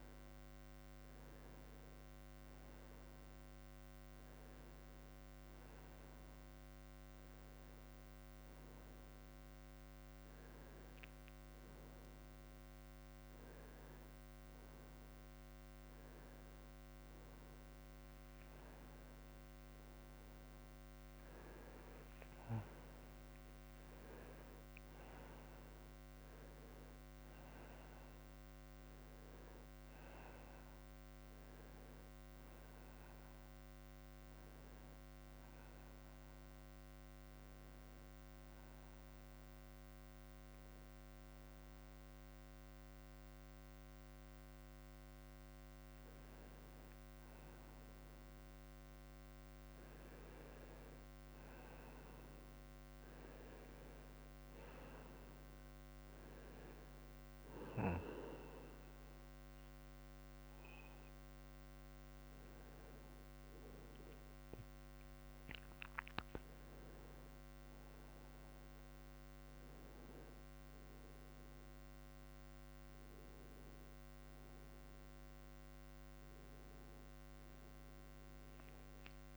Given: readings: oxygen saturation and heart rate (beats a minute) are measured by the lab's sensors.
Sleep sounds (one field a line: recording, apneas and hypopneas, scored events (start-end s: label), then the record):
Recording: a person awake in a sleep study, hard to hear, by a microphone on the trachea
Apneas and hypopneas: none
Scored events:
6.50-21.50 s: oxygen desaturation (device-marked, oxygen 95% before, 91% lowest, heart rate 77 before, 76 extreme)
57.50-72.50 s: oxygen desaturation (device-marked, oxygen 96% before, 90% lowest, heart rate 76 before, 77 extreme)
From the record:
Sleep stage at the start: awake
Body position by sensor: on the right side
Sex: male